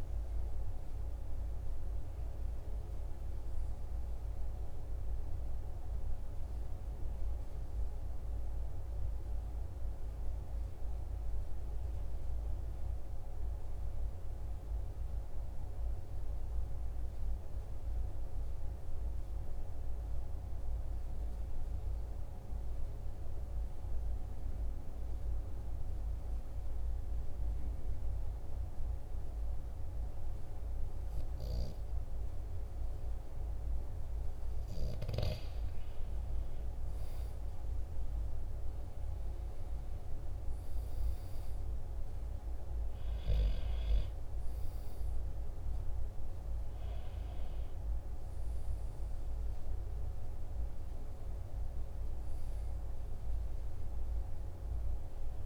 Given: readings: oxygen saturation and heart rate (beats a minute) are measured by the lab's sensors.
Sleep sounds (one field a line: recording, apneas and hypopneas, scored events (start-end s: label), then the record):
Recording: breathing in sleep, hard to hear, by a room microphone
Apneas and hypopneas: 1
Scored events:
0.00-16.00 s: oxygen desaturation (device-marked, oxygen 93% lowest, heart rate 44 extreme)
14.00-34.00 s: obstructive apnea (oxygen 96% before, 93% lowest, heart rate 46 before, 45 extreme, up 2 after)
36.00-40.50 s: arousal
46.00-55.46 s: oxygen desaturation (device-marked, oxygen 97% before, 93% lowest, heart rate 48 before, 43 extreme)
From the record:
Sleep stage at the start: N2 (light sleep)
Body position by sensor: on the right side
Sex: male